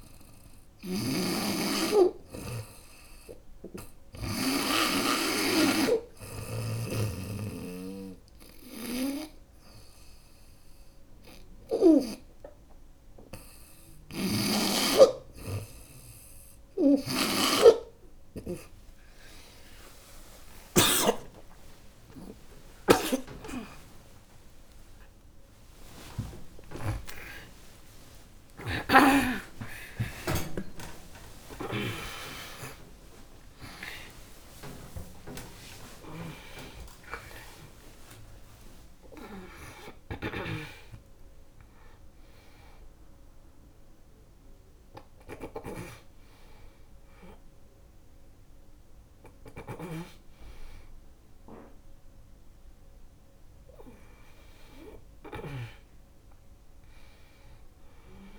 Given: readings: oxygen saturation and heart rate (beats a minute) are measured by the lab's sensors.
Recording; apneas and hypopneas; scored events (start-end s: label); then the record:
a person awake in a sleep study, by a room microphone; none
0.00-4.00 s: snoring (device-marked)
13.00-20.50 s: snoring (device-marked)
14.50-44.50 s: new sleep stage, awake
44.50-49.00 s: snoring (device-marked)
44.50-58.39 s: new sleep stage, N2 (light sleep)
From the record:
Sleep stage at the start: N3 (deep sleep); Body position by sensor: on the back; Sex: female